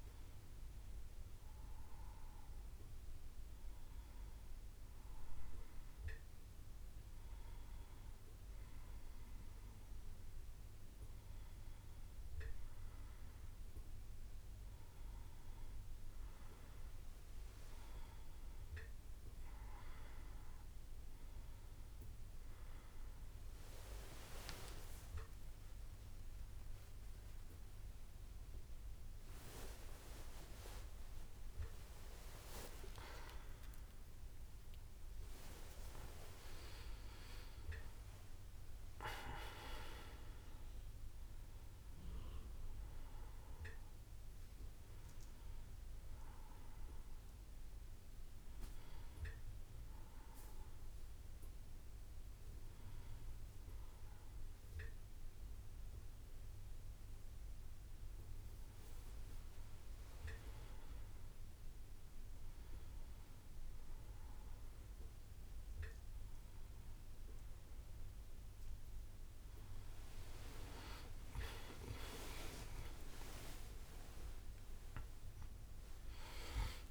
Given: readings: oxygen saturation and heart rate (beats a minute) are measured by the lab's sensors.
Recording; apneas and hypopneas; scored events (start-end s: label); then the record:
breathing in sleep by a room microphone; none
24.50-26.50 s: long interval between heartbeats (device-marked)
24.50-30.50 s: arousal
26.00-51.00 s: bradycardia (device-marked)
60.00-76.91 s: new sleep stage, awake
From the record:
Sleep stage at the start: N1 (lightest sleep); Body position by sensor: on the back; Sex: male